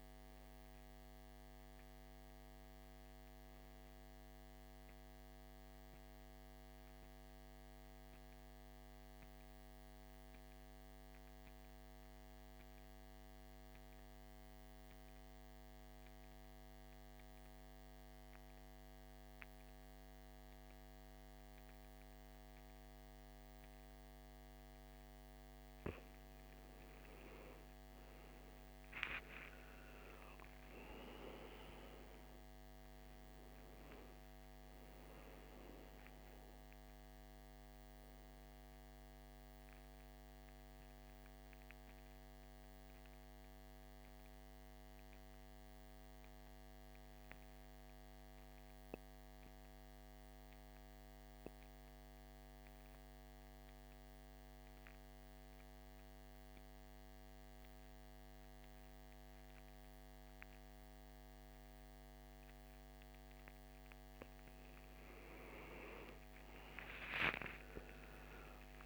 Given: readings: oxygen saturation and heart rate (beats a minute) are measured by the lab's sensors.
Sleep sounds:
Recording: breathing in sleep, hard to hear, by a microphone on the trachea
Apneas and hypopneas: 2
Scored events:
0.00-9.50 s: oxygen desaturation (device-marked, oxygen 82% lowest, heart rate 53 extreme)
4.50-24.50 s: mixed apnea (oxygen 97% before, 82% lowest, heart rate 70 before, 53 extreme, up 16 after)
27.50-33.50 s: arousal
29.50-50.50 s: oxygen desaturation (device-marked, oxygen 98% before, 87% lowest, heart rate 55 before, 55 extreme)
39.00-63.00 s: mixed apnea (oxygen 99% before, 82% lowest, heart rate 63 before, 55 extreme, up 14 after)
62.50-68.86 s: oxygen desaturation (device-marked, oxygen 98% before, 82% lowest, heart rate 58 before, 55 extreme)
65.50-68.86 s: arousal
From the record:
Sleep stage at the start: N2 (light sleep)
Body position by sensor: on the back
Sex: male

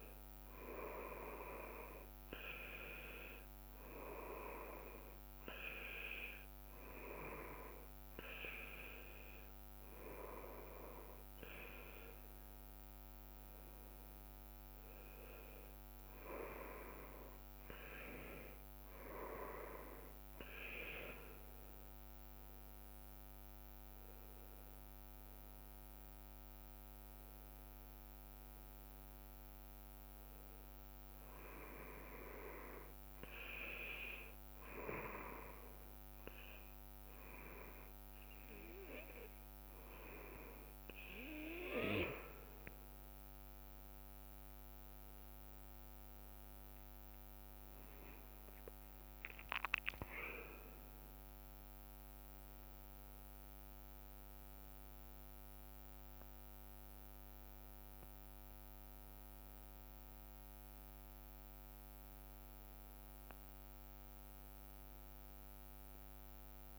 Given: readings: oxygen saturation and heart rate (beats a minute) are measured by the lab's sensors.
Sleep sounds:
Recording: breathing in sleep by a microphone on the trachea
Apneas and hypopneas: none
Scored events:
50.50-55.00 s: arousal
From the record:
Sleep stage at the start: N2 (light sleep)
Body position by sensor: on the back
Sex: male

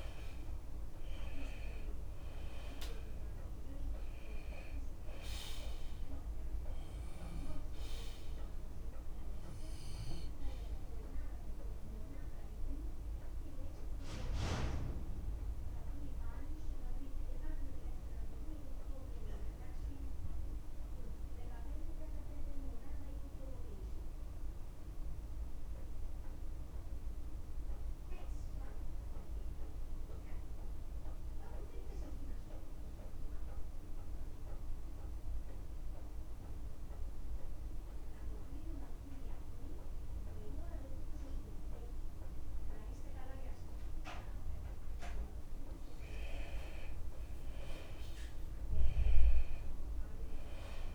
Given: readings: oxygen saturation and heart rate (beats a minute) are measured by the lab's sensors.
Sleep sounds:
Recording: breathing in sleep by a room microphone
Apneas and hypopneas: 1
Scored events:
0.00-33.00 s: oxygen desaturation (device-marked, oxygen 87% lowest, heart rate 51 extreme)
14.00-45.00 s: mixed apnea (oxygen 97% before, 87% lowest, heart rate 55 before, 52 extreme, up 5 after)
47.50-50.95 s: arousal
48.00-50.95 s: oxygen desaturation (device-marked, oxygen 97% before, 88% lowest, heart rate 52 before, 52 extreme)
From the record:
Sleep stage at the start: N2 (light sleep)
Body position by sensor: on the left side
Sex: male

